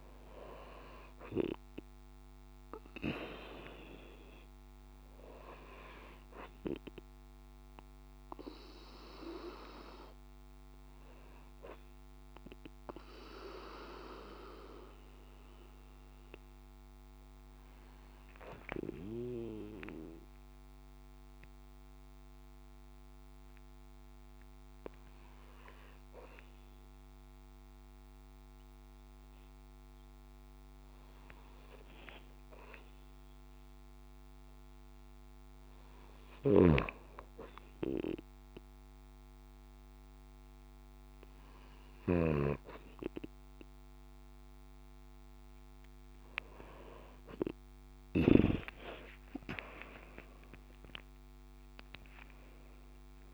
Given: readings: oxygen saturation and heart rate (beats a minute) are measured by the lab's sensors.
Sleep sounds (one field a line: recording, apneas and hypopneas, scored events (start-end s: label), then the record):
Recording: breathing in sleep by a microphone on the trachea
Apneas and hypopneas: 1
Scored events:
3.50-5.50 s: long interval between heartbeats (device-marked)
7.50-34.00 s: hypopnea (oxygen 96% before, 93% lowest)
36.00-48.00 s: snoring (device-marked)
36.50-41.00 s: arousal
46.50-48.50 s: long interval between heartbeats (device-marked)
From the record:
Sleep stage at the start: N2 (light sleep)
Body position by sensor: on the right side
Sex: female